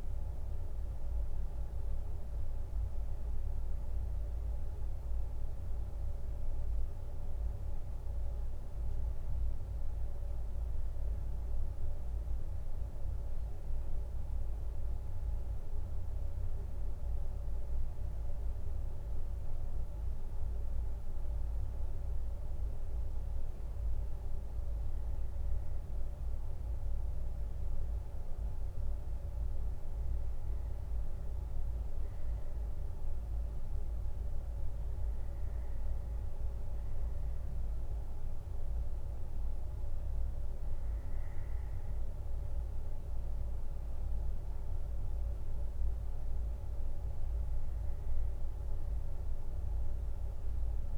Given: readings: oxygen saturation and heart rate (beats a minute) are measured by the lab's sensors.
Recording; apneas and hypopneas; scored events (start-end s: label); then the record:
a person partly awake in a sleep study, hard to hear, by a room microphone; none
9.00-50.98 s: new sleep stage, N1 (lightest sleep)
From the record:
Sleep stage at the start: awake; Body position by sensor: on the left side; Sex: male